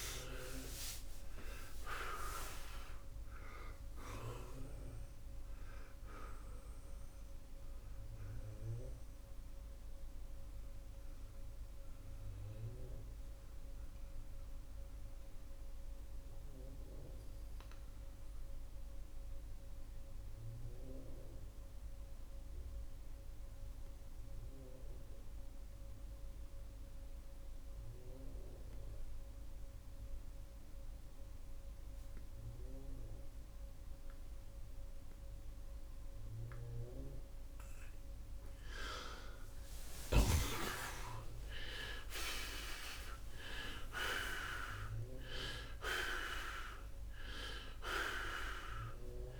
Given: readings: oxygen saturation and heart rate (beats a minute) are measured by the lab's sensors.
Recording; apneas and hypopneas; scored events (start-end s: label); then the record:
breathing in sleep by a room microphone; 1
10.00-37.00 s: mixed apnea (oxygen 94% before, 83% lowest, heart rate 82 before, 63 extreme, up 32 after)
15.50-37.50 s: oxygen desaturation (device-marked, oxygen 93% before, 83% lowest, heart rate 84 before, 64 extreme)
38.50-44.00 s: arousal
From the record:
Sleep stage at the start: N2 (light sleep); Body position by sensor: on the right side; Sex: male